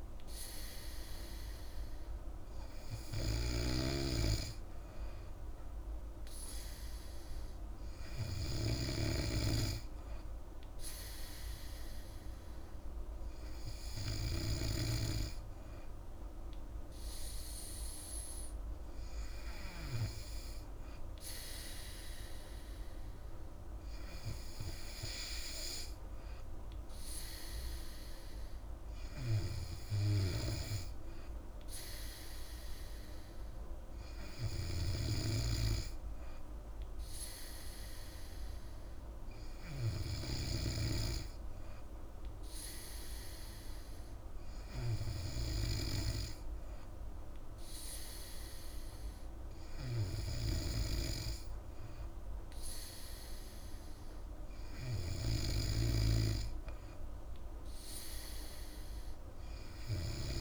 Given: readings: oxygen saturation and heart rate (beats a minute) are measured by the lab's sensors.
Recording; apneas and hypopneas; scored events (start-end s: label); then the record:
breathing in sleep by a room microphone; none
0.00-9.00 s: snoring (device-marked)
From the record:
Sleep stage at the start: N3 (deep sleep); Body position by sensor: on the back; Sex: female